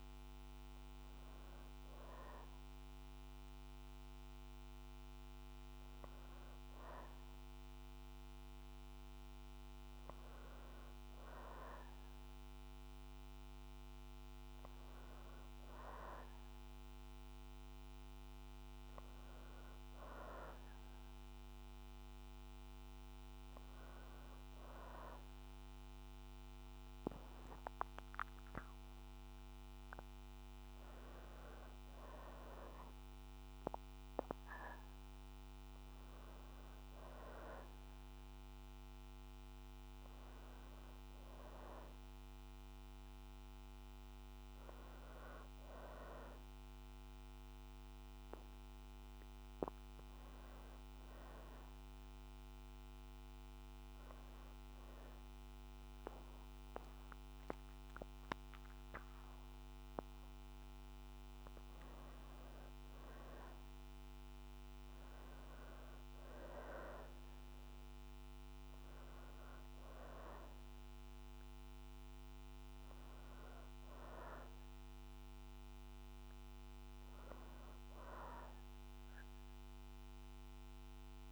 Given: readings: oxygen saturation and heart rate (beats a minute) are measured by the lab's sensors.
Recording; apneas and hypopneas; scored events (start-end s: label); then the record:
breathing in sleep by a microphone on the trachea; 1
45.00-48.00 s: arousal
51.00-62.00 s: hypopnea (oxygen 94% before, 89% lowest, heart rate 62 before, 60 extreme, up 2 after)
64.00-67.50 s: arousal
67.50-77.50 s: oxygen desaturation (device-marked, oxygen 94% before, 89% lowest, heart rate 62 before, 60 extreme)
From the record:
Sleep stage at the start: REM sleep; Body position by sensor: on the back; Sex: female